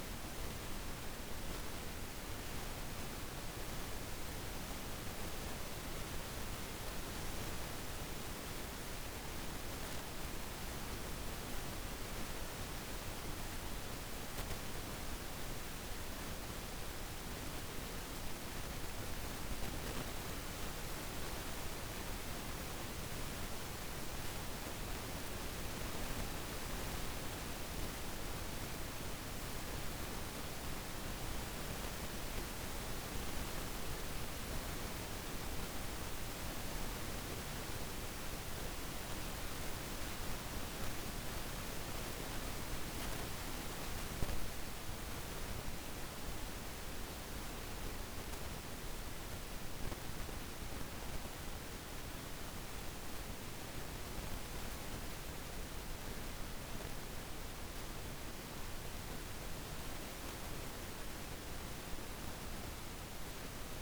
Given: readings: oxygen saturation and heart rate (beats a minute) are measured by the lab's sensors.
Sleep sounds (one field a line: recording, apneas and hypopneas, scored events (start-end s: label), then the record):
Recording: breathing in sleep, hard to hear, by a room microphone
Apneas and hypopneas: 1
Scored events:
0.00-2.00 s: oxygen desaturation (device-marked, oxygen 92% lowest, heart rate 53 extreme)
25.00-36.50 s: obstructive apnea (oxygen 95% before, 88% lowest, heart rate 54 before, 54 extreme, up 1 after)
37.50-41.50 s: arousal
40.00-57.00 s: oxygen desaturation (device-marked, oxygen 95% before, 88% lowest, heart rate 55 before, 54 extreme)
From the record:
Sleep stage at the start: REM sleep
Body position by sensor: on the back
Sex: female